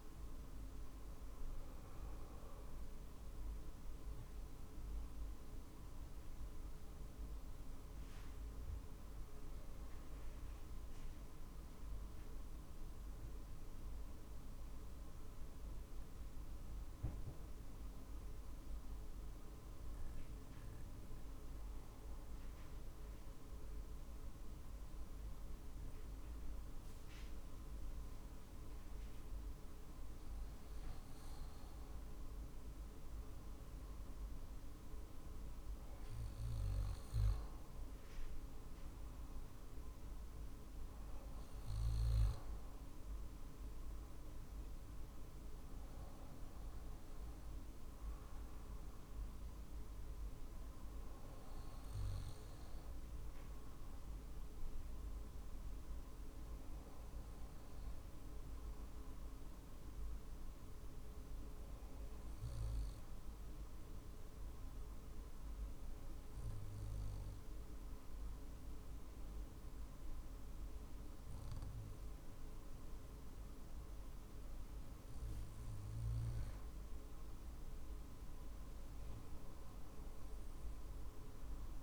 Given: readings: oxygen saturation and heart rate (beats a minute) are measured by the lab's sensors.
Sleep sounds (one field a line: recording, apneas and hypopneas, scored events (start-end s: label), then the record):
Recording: breathing in sleep, hard to hear, by a room microphone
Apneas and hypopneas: 2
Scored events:
0.00-13.00 s: oxygen desaturation (device-marked, oxygen 88% lowest, heart rate 46 extreme)
3.50-28.00 s: obstructive apnea (oxygen 95% before, 89% lowest, heart rate 47 before, 46 extreme, up 2 after)
30.00-33.50 s: arousal
30.00-61.00 s: drop in pulse transit time (device-marked, heart rate 48 before, 46 extreme)
62.50-77.00 s: obstructive apnea (oxygen 96% before, 92% lowest, heart rate 48 before, 46 extreme, up 2 after)
72.00-81.83 s: oxygen desaturation (device-marked, oxygen 96% before, 92% lowest, heart rate 47 before, 46 extreme)
79.50-81.83 s: arousal
From the record:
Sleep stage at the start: N2 (light sleep)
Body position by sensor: on the back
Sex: male